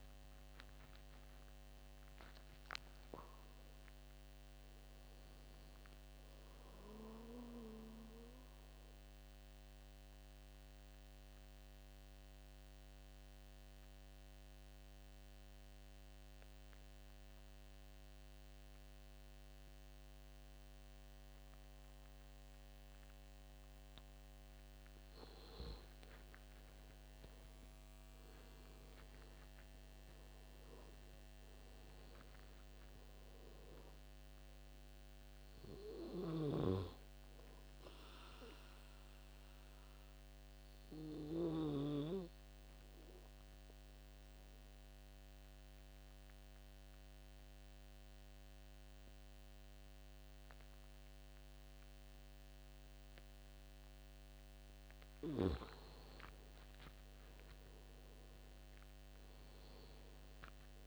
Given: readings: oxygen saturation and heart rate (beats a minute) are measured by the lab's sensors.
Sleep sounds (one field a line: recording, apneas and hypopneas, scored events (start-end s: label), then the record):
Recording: breathing in sleep by a microphone on the trachea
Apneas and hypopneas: 2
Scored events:
2.50-5.00 s: arousal
7.50-22.50 s: obstructive apnea (oxygen 96% before, 86% lowest, heart rate 84 before, 72 extreme, up 9 after)
24.00-26.50 s: arousal
26.00-53.00 s: oxygen desaturation (device-marked, oxygen 96% before, 86% lowest, heart rate 77 before, 73 extreme)
41.00-53.50 s: obstructive apnea (oxygen 96% before, 86% lowest, heart rate 77 before, 72 extreme, up 7 after)
57.00-60.00 s: arousal
From the record:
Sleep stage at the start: N2 (light sleep)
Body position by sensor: on the back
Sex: male